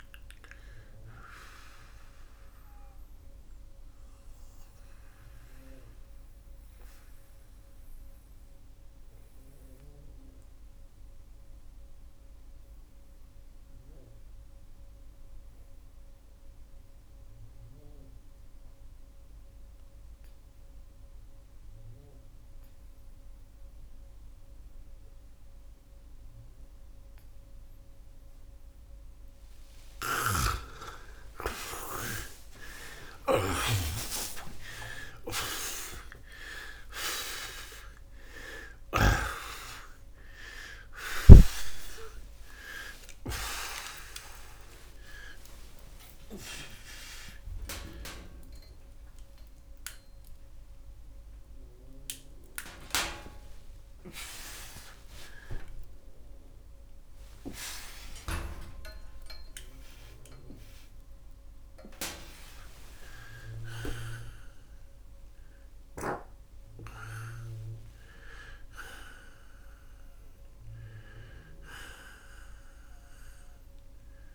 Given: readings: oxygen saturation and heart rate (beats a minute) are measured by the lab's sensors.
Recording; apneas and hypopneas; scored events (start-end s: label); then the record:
a person awake in a sleep study, by a room microphone; 1
2.00-29.00 s: mixed apnea (oxygen 97% before, 82% lowest, heart rate 88 before, 61 extreme)
12.50-27.50 s: oxygen desaturation (device-marked, oxygen 96% before, 90% lowest, heart rate 87 before, 61 extreme)
17.50-74.34 s: new sleep stage, awake
30.00-39.00 s: snoring (device-marked)
38.50-58.50 s: oxygen desaturation (device-marked, oxygen 93% before, 89% lowest)
65.50-74.34 s: oxygen desaturation (device-marked, oxygen 91% before, 82% lowest)
From the record:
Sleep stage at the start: N2 (light sleep); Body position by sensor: on the back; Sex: male